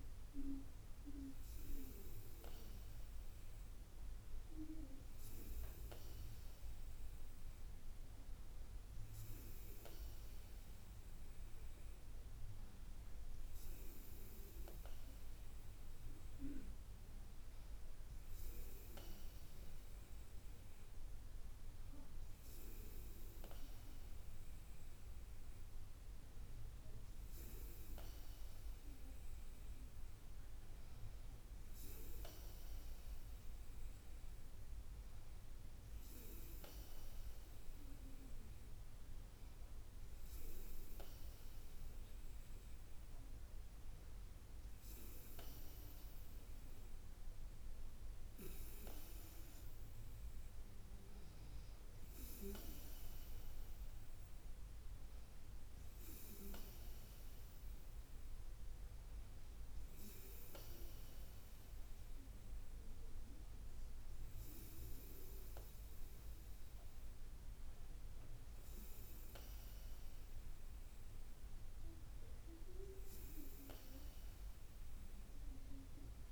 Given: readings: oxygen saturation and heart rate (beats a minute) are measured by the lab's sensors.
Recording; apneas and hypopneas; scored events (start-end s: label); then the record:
breathing in sleep by a room microphone; none
49.00-54.00 s: bradycardia (device-marked, heart rate 68 before, 59 extreme)
From the record:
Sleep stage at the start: N2 (light sleep); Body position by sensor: on the back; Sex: female